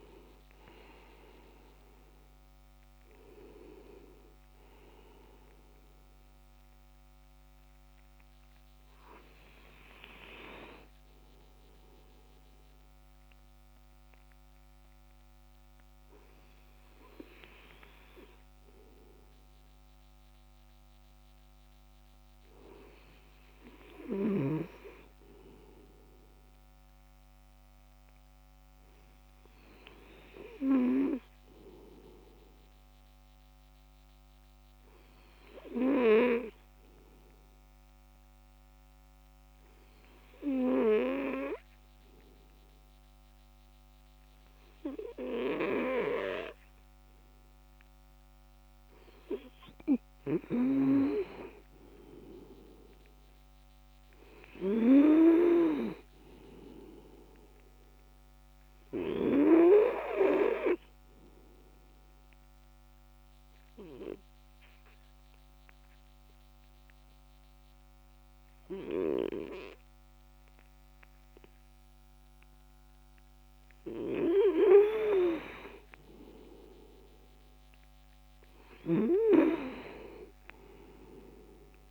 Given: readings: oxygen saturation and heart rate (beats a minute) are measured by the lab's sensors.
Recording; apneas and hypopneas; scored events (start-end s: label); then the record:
breathing in sleep by a microphone on the trachea; 2
0.00-25.00 s: oxygen desaturation (device-marked, oxygen 85% lowest, heart rate 49 extreme)
7.00-49.50 s: obstructive apnea (oxygen 97% before, 85% lowest, heart rate 72 before, 60 extreme, up 5 after)
46.00-78.00 s: oxygen desaturation (device-marked, oxygen 99% before, 93% lowest, heart rate 62 before, 62 extreme)
52.50-55.50 s: arousal
60.00-74.50 s: obstructive apnea (oxygen 99% before, 93% lowest, heart rate 67 before, 62 extreme, up 3 after)
77.00-80.50 s: arousal
From the record:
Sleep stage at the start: N2 (light sleep); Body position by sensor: on the back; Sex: male